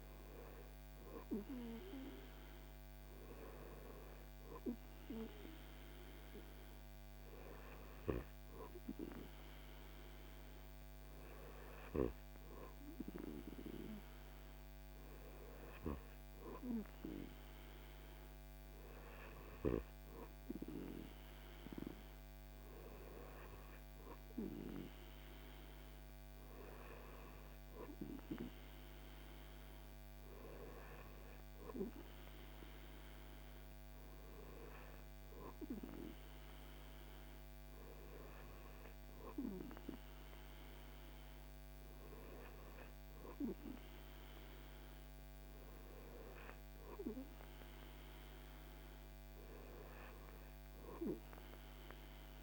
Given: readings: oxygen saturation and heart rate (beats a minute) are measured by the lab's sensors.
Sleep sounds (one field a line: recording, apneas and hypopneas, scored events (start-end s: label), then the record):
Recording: breathing in sleep by a microphone on the trachea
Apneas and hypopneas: none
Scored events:
none scored
From the record:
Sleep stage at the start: N2 (light sleep)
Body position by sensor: on the back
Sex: male